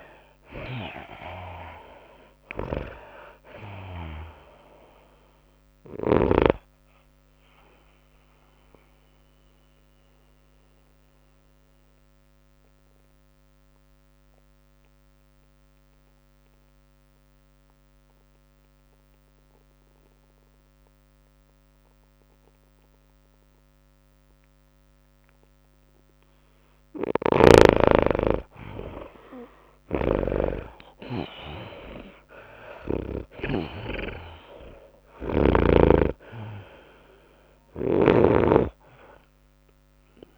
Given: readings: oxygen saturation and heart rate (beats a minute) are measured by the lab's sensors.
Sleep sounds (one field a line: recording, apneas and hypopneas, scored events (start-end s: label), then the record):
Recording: breathing in sleep by a microphone on the trachea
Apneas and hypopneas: 1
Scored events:
0.00-15.50 s: drop in pulse transit time (device-marked, heart rate 105 extreme)
0.00-16.50 s: oxygen desaturation (device-marked, oxygen 76% lowest, heart rate 100 extreme)
0.00-40.38 s: tachycardia (device-marked, heart rate 111 extreme)
8.00-26.50 s: mixed apnea (oxygen 99% before, 76% lowest, heart rate 104 before, 103 extreme, up 4 after)
27.50-36.00 s: snoring (device-marked)
28.50-40.38 s: oxygen desaturation (device-marked, oxygen 99% before, 82% lowest, heart rate 106 before, 101 extreme)
30.50-33.50 s: arousal
From the record:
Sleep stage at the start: N2 (light sleep)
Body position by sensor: on the back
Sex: female